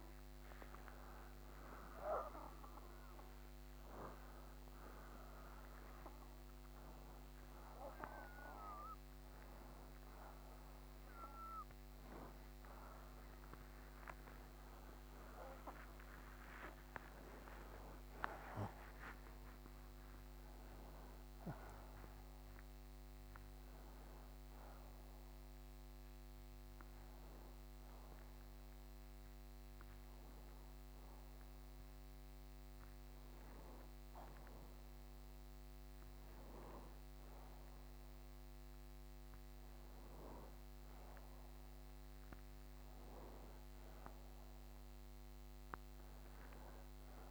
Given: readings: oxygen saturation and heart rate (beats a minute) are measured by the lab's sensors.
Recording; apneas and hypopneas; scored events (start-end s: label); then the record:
a person partly awake in a sleep study, by a microphone on the trachea; none
23.50-47.31 s: new sleep stage, N1 (lightest sleep)
From the record:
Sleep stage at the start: awake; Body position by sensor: on the right side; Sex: male